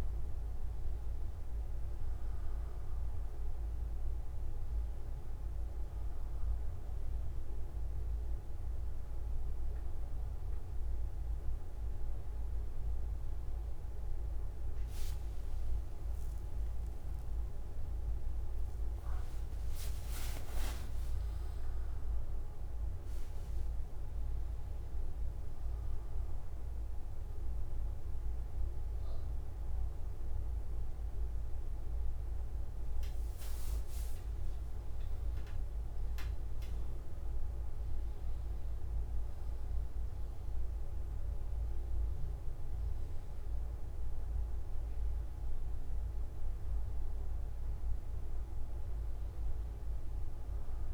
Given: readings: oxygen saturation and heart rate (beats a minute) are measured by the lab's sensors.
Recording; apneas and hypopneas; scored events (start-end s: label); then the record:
breathing in sleep, hard to hear, by a room microphone; none
0.00-11.50 s: oxygen desaturation (device-marked, oxygen 93% lowest)
49.50-50.94 s: new sleep stage, N1 (lightest sleep)
From the record:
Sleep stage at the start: N3 (deep sleep); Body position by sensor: on the back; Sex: male